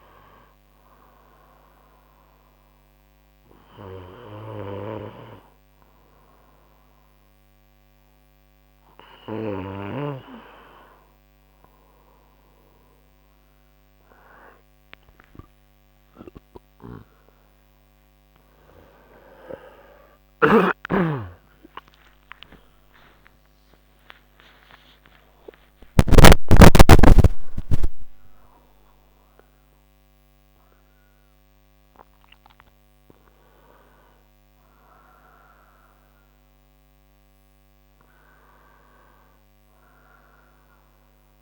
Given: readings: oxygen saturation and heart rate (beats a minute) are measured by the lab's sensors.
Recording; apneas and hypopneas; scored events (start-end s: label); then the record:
a person awake in a sleep study, by a microphone on the trachea; none
0.00-16.50 s: oxygen desaturation (device-marked, oxygen 92% lowest, heart rate 55 extreme)
13.50-41.42 s: new sleep stage, awake
From the record:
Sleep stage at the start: N1 (lightest sleep); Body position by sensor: on the right side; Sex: male